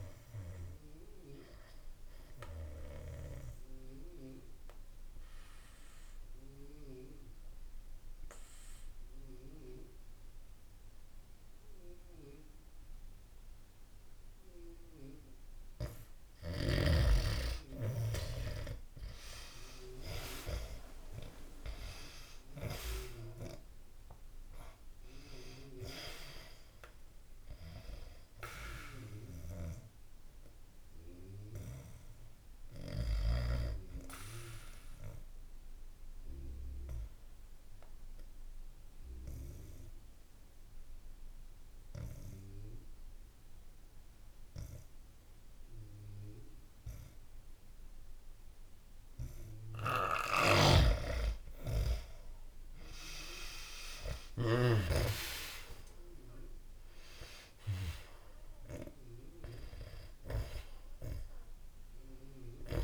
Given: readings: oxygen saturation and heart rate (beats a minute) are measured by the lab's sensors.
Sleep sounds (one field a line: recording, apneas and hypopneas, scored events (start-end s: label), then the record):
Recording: breathing in sleep by a room microphone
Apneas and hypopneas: 2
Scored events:
0.50-16.00 s: obstructive apnea (oxygen 96% before, 90% lowest, heart rate 76 before, 64 extreme, up 5 after)
21.50-62.84 s: new sleep stage, N2 (light sleep)
22.00-26.00 s: arousal
24.50-43.50 s: oxygen desaturation (device-marked, oxygen 96% before, 90% lowest, heart rate 66 before, 65 extreme)
31.00-49.50 s: obstructive apnea (oxygen 96% before, 90% lowest, heart rate 67 before, 65 extreme)
50.00-54.50 s: snoring (device-marked)
52.00-57.50 s: arousal
56.50-62.84 s: oxygen desaturation (device-marked, oxygen 97% before, 90% lowest, heart rate 67 before, 63 extreme)
From the record:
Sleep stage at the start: N1 (lightest sleep)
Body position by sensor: on the back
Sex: male